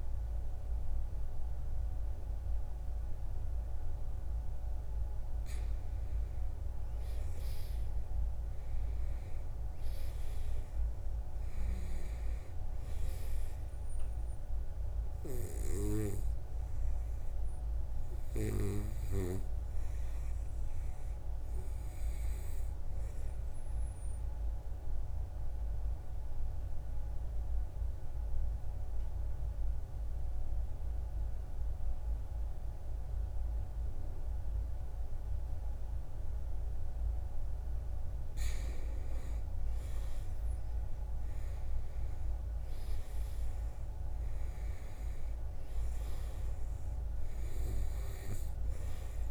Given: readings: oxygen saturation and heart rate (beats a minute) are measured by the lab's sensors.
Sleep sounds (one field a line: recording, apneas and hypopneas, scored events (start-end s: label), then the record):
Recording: breathing in sleep by a room microphone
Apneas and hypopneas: 1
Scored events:
0.00-7.00 s: oxygen desaturation (device-marked, oxygen 90% lowest, heart rate 58 extreme)
14.00-25.00 s: oxygen desaturation (device-marked, oxygen 92% before, 87% lowest, heart rate 63 before, 58 extreme)
24.00-37.00 s: obstructive apnea (oxygen 94% before, 81% lowest, heart rate 63 before, 57 extreme, up 8 after)
39.50-43.00 s: arousal
41.00-49.31 s: oxygen desaturation (device-marked, oxygen 94% before, 86% lowest, heart rate 60 before, 57 extreme)
From the record:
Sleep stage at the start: N2 (light sleep)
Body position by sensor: on the right side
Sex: male